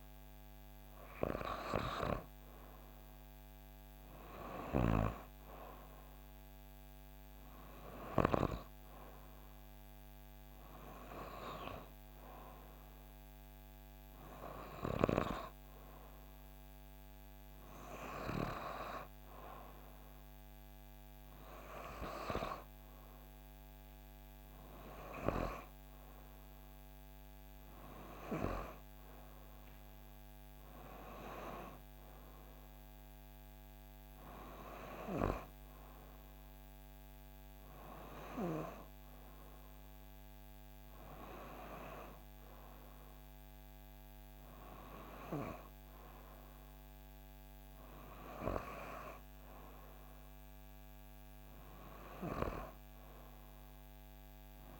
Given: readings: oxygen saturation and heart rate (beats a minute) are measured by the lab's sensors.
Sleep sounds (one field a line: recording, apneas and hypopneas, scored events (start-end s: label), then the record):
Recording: breathing in sleep by a microphone on the trachea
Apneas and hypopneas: none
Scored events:
none scored
From the record:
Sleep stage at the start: N2 (light sleep)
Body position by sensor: on the back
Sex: female